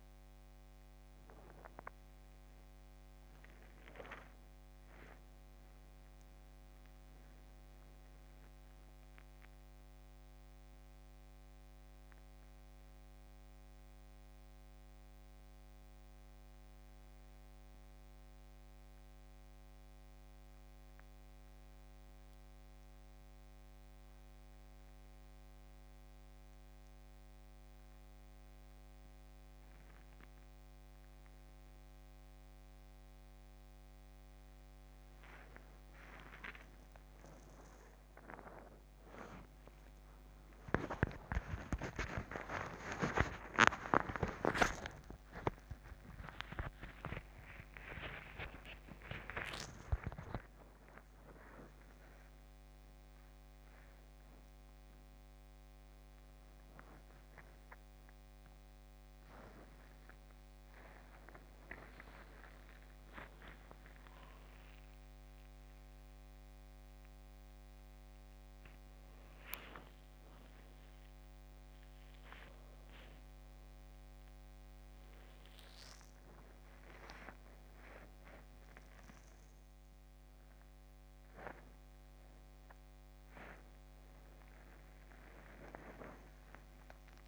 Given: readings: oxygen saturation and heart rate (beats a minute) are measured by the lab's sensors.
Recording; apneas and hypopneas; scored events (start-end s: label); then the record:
a person awake in a sleep study, by a microphone on the trachea; none
none scored
From the record:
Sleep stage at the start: awake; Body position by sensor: upright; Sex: male